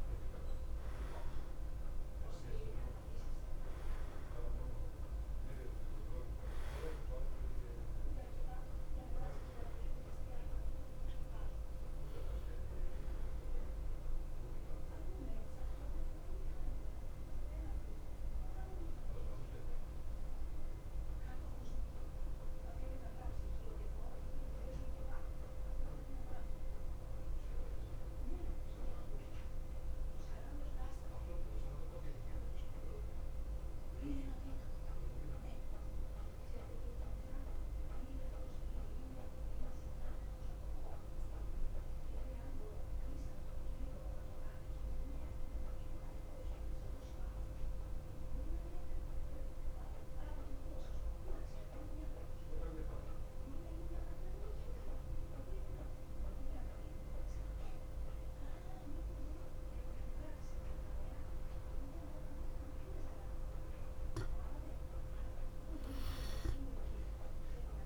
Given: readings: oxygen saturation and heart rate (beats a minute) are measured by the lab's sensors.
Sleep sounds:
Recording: breathing in sleep, hard to hear, by a room microphone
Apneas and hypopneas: 1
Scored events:
0.00-43.00 s: oxygen desaturation (device-marked, oxygen 88% lowest, heart rate 52 extreme)
25.00-63.50 s: mixed apnea (oxygen 95% before, 88% lowest, heart rate 56 before, 52 extreme, up 3 after)
65.00-67.86 s: arousal
From the record:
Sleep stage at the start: N2 (light sleep)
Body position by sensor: on the back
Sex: male

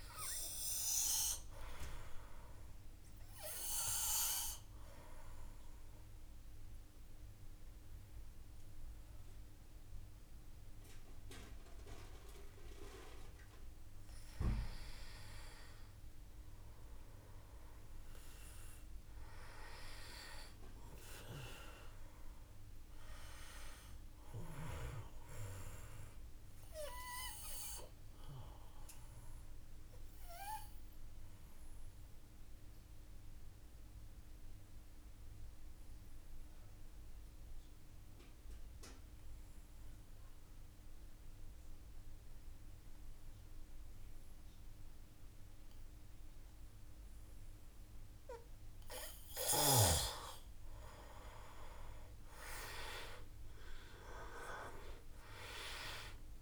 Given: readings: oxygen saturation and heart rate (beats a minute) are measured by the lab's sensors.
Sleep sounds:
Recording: breathing in sleep by a room microphone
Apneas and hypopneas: 2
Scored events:
3.00-14.00 s: obstructive apnea (oxygen 98% before, 90% lowest, heart rate 53 before, 52 extreme, up 2 after)
5.00-20.00 s: oxygen desaturation (device-marked, oxygen 97% before, 91% lowest, heart rate 54 before, 52 extreme)
16.00-20.00 s: arousal
27.00-48.00 s: obstructive apnea (oxygen 96% before, 89% lowest, heart rate 53 before, 52 extreme, up 4 after)
51.00-55.00 s: arousal
55.00-56.42 s: oxygen desaturation (device-marked, oxygen 96% before, 89% lowest, heart rate 53 before, 52 extreme)
From the record:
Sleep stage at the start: N2 (light sleep)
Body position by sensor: on the back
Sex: male

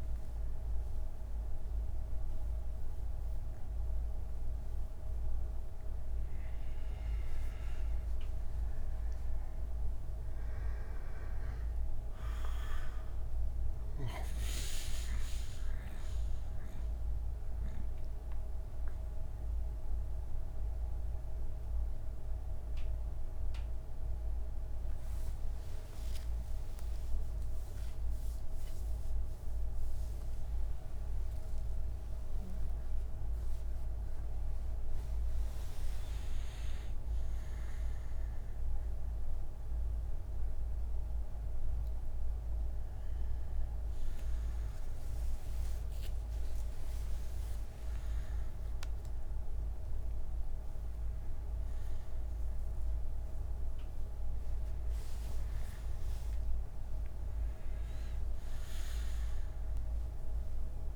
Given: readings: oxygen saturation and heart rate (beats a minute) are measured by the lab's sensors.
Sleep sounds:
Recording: a person awake in a sleep study, hard to hear, by a room microphone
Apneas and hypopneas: none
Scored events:
52.50-60.96 s: new sleep stage, N1 (lightest sleep)
From the record:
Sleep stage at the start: awake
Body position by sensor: on the back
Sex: male

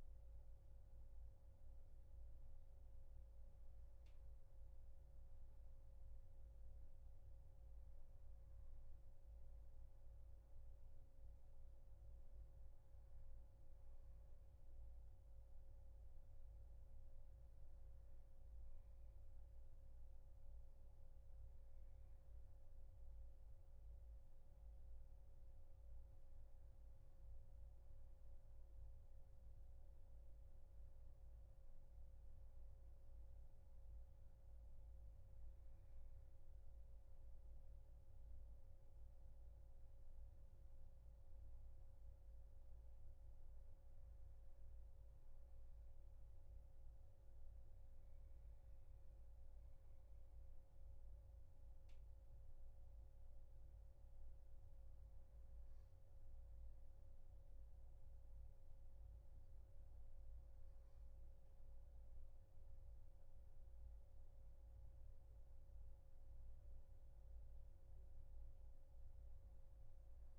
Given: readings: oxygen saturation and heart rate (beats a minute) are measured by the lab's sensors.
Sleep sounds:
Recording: breathing in sleep, hard to hear, by a room microphone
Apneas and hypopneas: none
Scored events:
none scored
From the record:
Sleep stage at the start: N2 (light sleep)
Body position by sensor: on the back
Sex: male

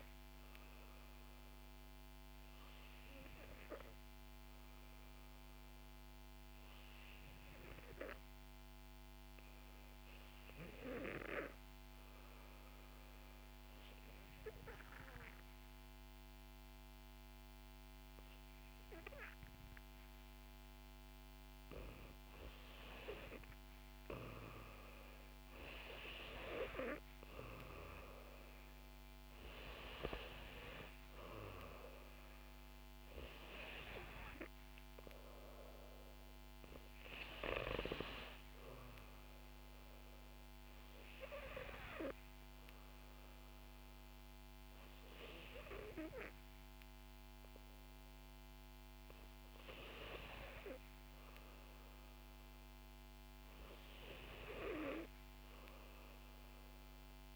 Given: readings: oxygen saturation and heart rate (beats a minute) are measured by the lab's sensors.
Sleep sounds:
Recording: breathing in sleep by a microphone on the trachea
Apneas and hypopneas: 2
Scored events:
0.00-9.00 s: oxygen desaturation (device-marked, oxygen 90% lowest, heart rate 56 extreme)
1.00-21.50 s: obstructive apnea (oxygen 95% before, 89% lowest, heart rate 63 before, 60 extreme, up 3 after)
22.00-45.00 s: oxygen desaturation (device-marked, oxygen 95% before, 89% lowest, heart rate 61 before, 60 extreme)
24.00-27.00 s: arousal
41.00-51.50 s: hypopnea (oxygen 95% before, 88% lowest, heart rate 63 before, 60 extreme, up 0 after)
53.50-56.50 s: arousal
From the record:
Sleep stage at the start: N2 (light sleep)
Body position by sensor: on the back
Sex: female

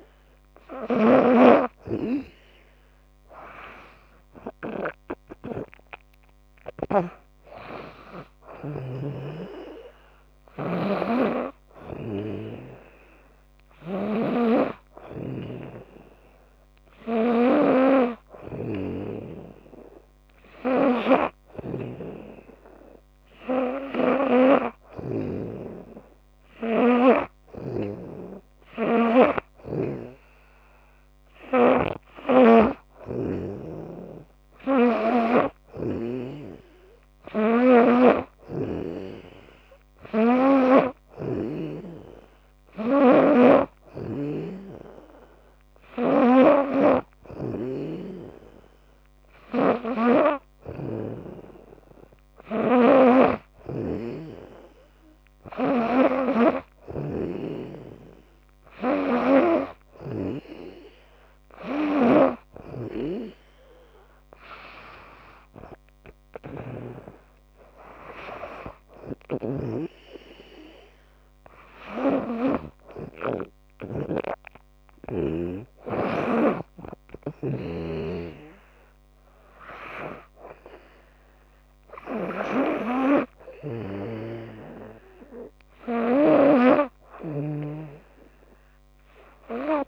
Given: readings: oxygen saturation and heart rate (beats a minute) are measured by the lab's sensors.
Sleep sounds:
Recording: breathing in sleep by a microphone on the trachea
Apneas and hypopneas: none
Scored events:
0.00-25.00 s: snoring (device-marked)
27.00-38.50 s: snoring (device-marked)
45.50-50.50 s: snoring (device-marked)
52.50-60.00 s: snoring (device-marked)
62.00-73.00 s: snoring (device-marked)
77.50-86.50 s: snoring (device-marked)
From the record:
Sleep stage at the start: N2 (light sleep)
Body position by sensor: on the back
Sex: female

